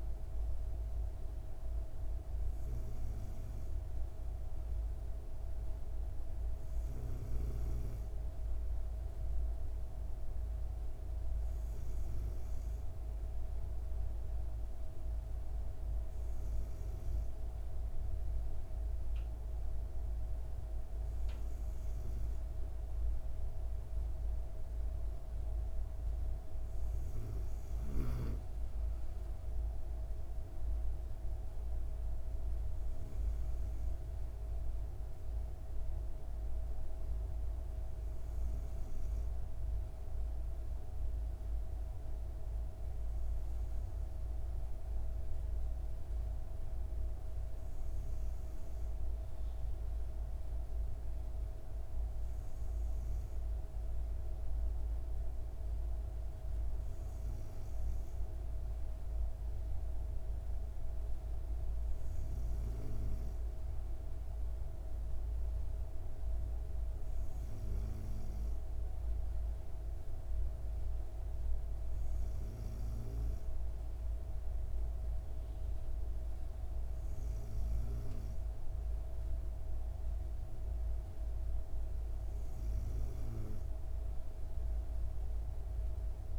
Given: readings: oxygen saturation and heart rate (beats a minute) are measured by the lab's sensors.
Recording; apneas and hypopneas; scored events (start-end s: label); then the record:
breathing in sleep, hard to hear, by a room microphone; none
none scored
From the record:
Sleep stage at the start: N2 (light sleep); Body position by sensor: on the back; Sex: female